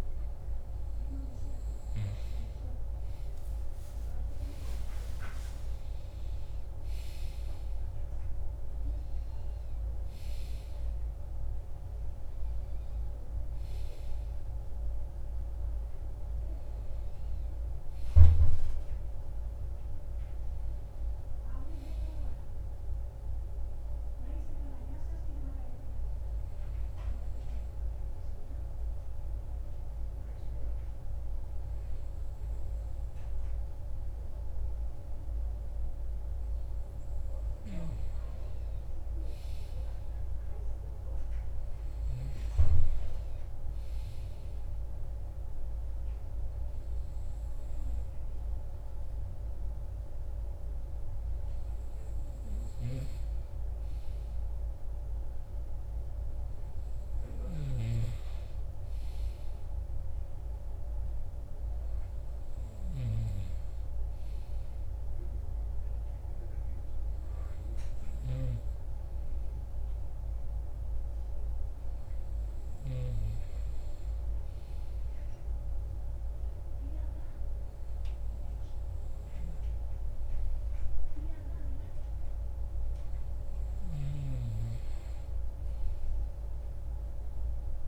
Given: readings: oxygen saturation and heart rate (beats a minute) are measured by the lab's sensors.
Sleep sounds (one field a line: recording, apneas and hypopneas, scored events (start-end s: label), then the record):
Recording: breathing in sleep, hard to hear, by a room microphone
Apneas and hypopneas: 1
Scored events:
3.00-7.50 s: arousal
24.00-37.50 s: hypopnea (oxygen 96% before, 94% lowest)
39.00-43.00 s: arousal
From the record:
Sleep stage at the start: N2 (light sleep)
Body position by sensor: on the right side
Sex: male